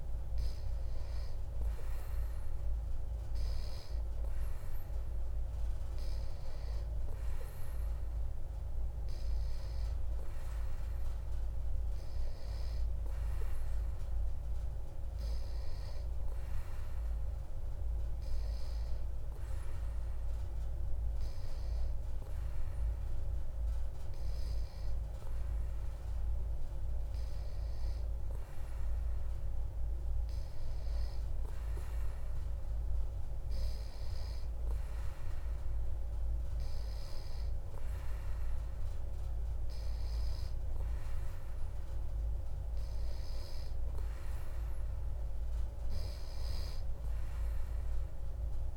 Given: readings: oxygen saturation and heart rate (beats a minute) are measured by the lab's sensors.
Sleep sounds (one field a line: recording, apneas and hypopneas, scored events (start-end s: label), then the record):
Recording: breathing in sleep, hard to hear, by a room microphone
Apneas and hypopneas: none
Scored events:
none scored
From the record:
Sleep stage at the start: N3 (deep sleep)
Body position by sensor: on the back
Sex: male